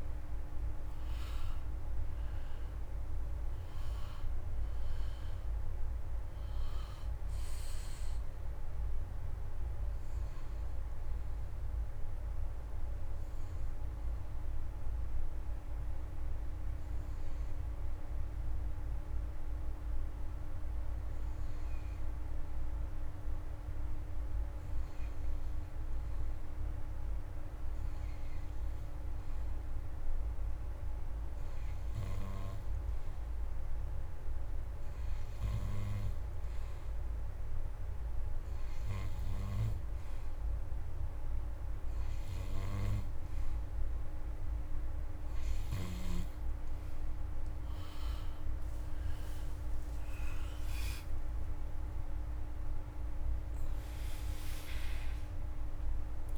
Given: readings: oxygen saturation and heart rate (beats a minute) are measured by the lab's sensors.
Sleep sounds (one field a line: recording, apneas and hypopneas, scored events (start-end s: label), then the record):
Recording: breathing in sleep, hard to hear, by a room microphone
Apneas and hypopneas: 1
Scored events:
0.00-25.50 s: oxygen desaturation (device-marked, oxygen 89% lowest)
12.00-25.50 s: hypopnea (oxygen 96% before, 87% lowest, heart rate 99 before, 50 extreme, up 36 after)
30.50-33.50 s: arousal
34.50-55.50 s: oxygen desaturation (device-marked, oxygen 96% before, 87% lowest, heart rate 72 before, 53 extreme)
From the record:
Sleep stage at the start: N2 (light sleep)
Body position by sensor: on the back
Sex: male